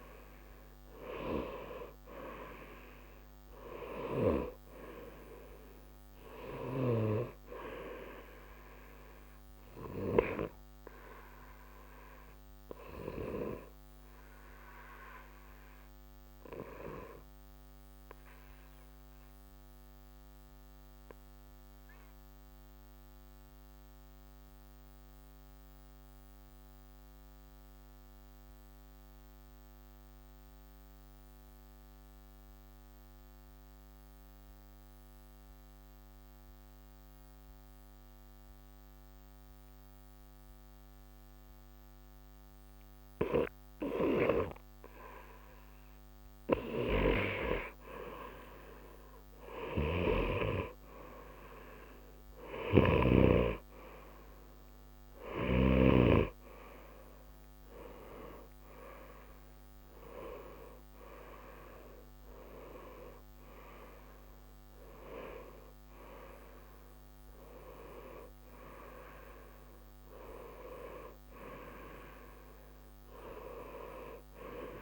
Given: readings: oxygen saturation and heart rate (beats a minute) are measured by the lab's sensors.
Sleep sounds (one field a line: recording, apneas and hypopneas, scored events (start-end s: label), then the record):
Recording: breathing in sleep by a microphone on the trachea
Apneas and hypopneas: 1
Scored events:
0.00-22.50 s: oxygen desaturation (device-marked, oxygen 87% lowest, heart rate 60 extreme)
10.00-45.50 s: obstructive apnea (oxygen 94% before, 87% lowest, heart rate 60 before, 60 extreme, up 2 after)
46.50-69.50 s: oxygen desaturation (device-marked, oxygen 96% before, 90% lowest, heart rate 60 before, 60 extreme)
48.50-52.00 s: arousal
71.50-74.82 s: oxygen desaturation (device-marked, oxygen 91% before, 88% lowest, heart rate 60 before, 60 extreme)
From the record:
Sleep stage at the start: N2 (light sleep)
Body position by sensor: on the right side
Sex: male